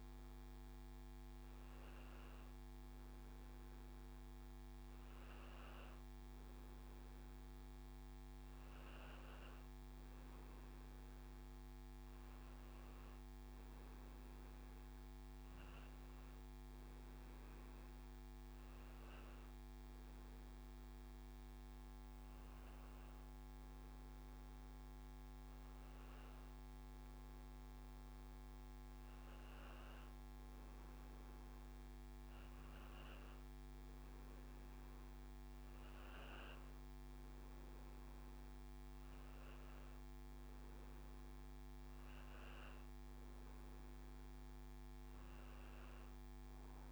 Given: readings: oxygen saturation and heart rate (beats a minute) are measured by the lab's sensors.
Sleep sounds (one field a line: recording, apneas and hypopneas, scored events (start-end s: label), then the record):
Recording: breathing in sleep, hard to hear, by a microphone on the trachea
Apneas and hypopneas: none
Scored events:
none scored
From the record:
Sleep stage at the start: N2 (light sleep)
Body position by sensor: on the back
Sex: male